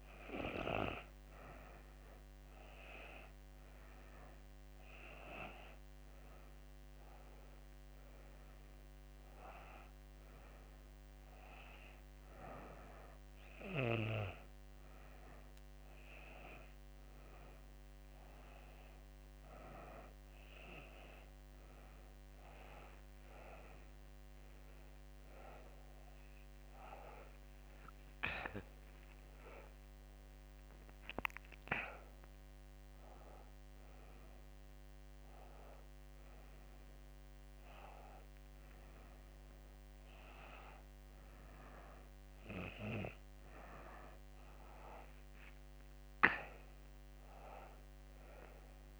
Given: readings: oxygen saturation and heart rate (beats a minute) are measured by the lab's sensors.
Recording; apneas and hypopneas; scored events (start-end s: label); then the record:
breathing in sleep by a microphone on the trachea; 1
10.00-20.50 s: hypopnea (oxygen 96% before, 89% lowest, heart rate 87 before, 85 extreme, up 5 after)
23.00-28.00 s: arousal
47.50-49.00 s: arousal
From the record:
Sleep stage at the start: N2 (light sleep); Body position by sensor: on the back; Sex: female